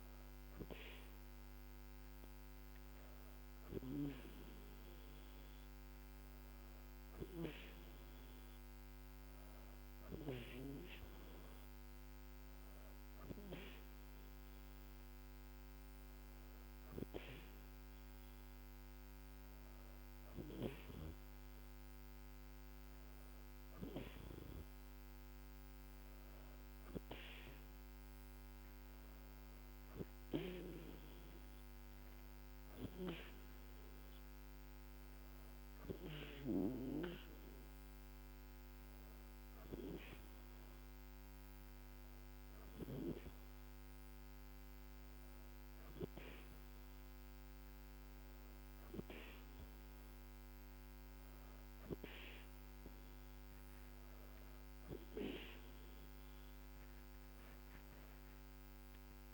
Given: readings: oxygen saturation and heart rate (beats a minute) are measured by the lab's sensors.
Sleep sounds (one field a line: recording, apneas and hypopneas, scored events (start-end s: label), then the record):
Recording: breathing in sleep by a microphone on the trachea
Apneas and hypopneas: none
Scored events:
none scored
From the record:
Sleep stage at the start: N2 (light sleep)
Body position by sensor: on the back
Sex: female